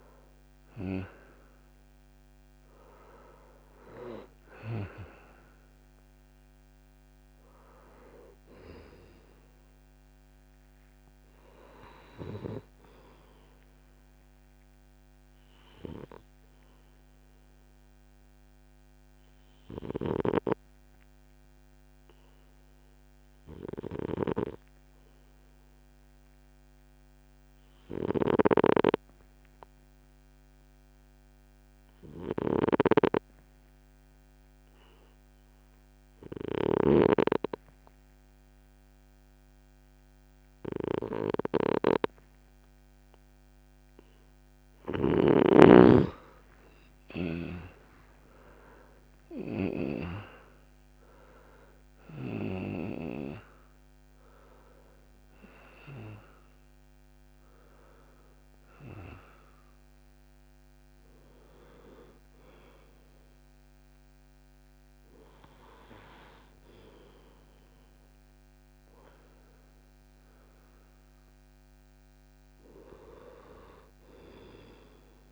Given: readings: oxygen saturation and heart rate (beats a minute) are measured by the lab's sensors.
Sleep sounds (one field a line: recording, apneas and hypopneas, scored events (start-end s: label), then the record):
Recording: breathing in sleep by a microphone on the trachea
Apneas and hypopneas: 1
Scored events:
17.50-44.50 s: obstructive apnea (oxygen 95% before, 92% lowest, heart rate 59 before, 54 extreme, up 12 after)
32.00-37.00 s: snoring (device-marked)
44.00-75.32 s: oxygen desaturation (device-marked, oxygen 98% before, 92% lowest, heart rate 57 before, 54 extreme)
46.00-50.00 s: arousal
From the record:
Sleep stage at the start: N2 (light sleep)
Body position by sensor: on the right side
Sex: male